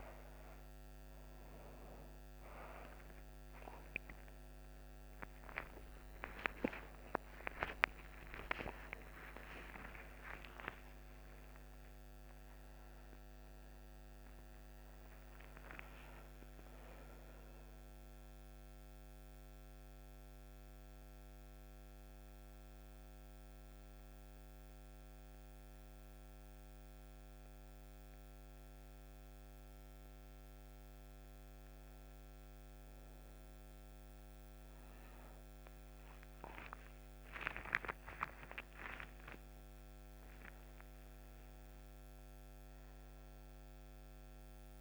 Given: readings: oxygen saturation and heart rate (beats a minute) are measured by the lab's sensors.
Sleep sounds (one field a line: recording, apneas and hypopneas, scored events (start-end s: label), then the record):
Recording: a person awake in a sleep study, by a microphone on the trachea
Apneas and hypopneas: none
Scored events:
4.50-40.50 s: oxygen desaturation (device-marked, oxygen 96% before, 88% lowest)
25.50-44.81 s: new sleep stage, N1 (lightest sleep)
From the record:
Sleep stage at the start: awake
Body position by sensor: on the right side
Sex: female